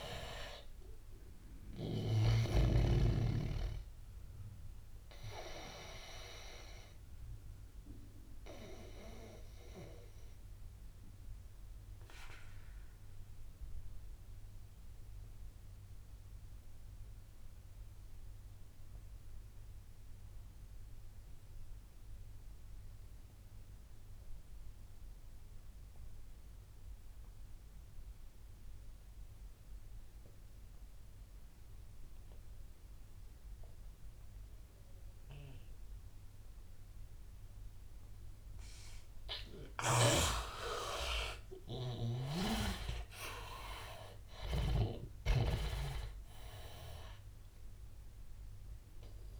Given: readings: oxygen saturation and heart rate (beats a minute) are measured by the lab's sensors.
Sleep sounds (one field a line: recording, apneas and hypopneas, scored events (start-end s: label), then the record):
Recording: breathing in sleep by a room microphone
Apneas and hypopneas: 1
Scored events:
0.00-2.50 s: snoring (device-marked)
0.00-17.00 s: oxygen desaturation (device-marked, oxygen 84% lowest, heart rate 73 extreme)
5.00-38.50 s: obstructive apnea (oxygen 99% before, 79% lowest, heart rate 89 before, 73 extreme, up 15 after)
33.00-49.40 s: oxygen desaturation (device-marked, oxygen 98% before, 79% lowest, heart rate 82 before, 76 extreme)
40.50-45.00 s: arousal
From the record:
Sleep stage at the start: N2 (light sleep)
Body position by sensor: on the back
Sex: male